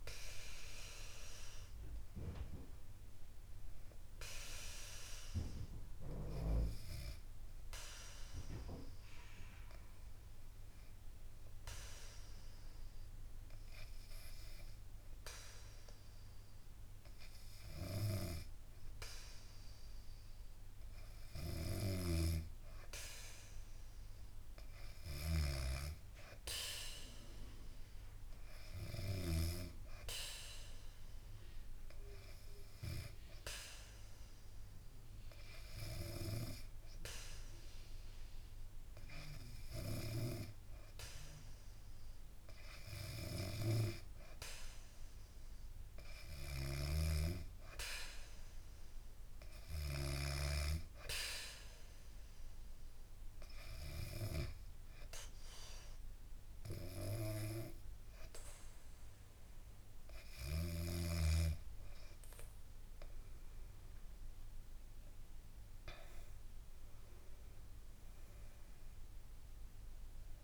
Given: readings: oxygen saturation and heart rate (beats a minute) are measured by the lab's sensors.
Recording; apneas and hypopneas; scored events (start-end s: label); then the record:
breathing in sleep by a room microphone; 2
8.50-22.00 s: obstructive apnea (oxygen 99% before, 94% lowest, heart rate 64 before, 62 extreme, up 6 after)
23.00-26.00 s: arousal
34.50-47.00 s: hypopnea (oxygen 98% before, 94% lowest, heart rate 66 before, 69 extreme, up 3 after)
49.50-53.50 s: arousal
63.00-67.50 s: arousal
From the record:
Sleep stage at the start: N2 (light sleep); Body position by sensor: on the back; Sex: female